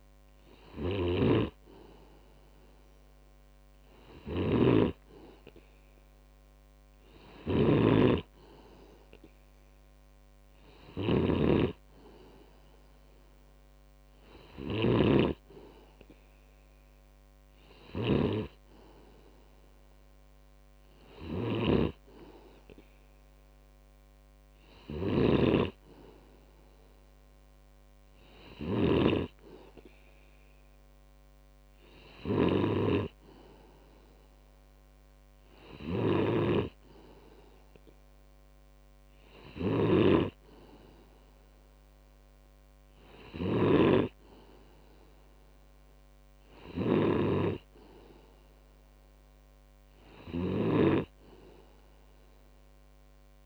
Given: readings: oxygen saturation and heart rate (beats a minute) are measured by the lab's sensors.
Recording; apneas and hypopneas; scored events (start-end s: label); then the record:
breathing in sleep by a microphone on the trachea; none
0.00-53.46 s: snoring (device-marked)
From the record:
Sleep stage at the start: N2 (light sleep); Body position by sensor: on the back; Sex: male